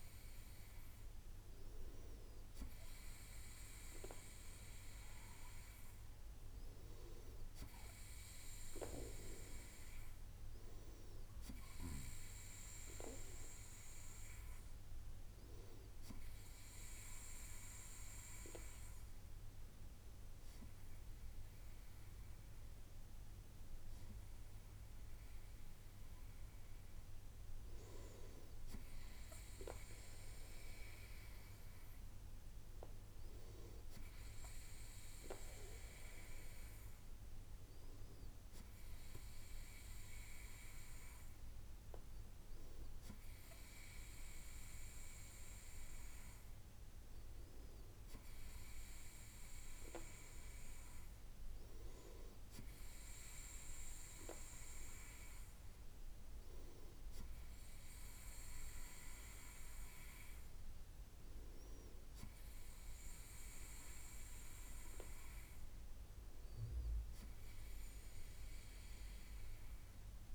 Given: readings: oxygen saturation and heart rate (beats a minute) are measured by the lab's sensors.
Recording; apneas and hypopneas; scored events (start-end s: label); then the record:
breathing in sleep by a room microphone; none
none scored
From the record:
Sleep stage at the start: N2 (light sleep); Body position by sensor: on the right side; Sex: male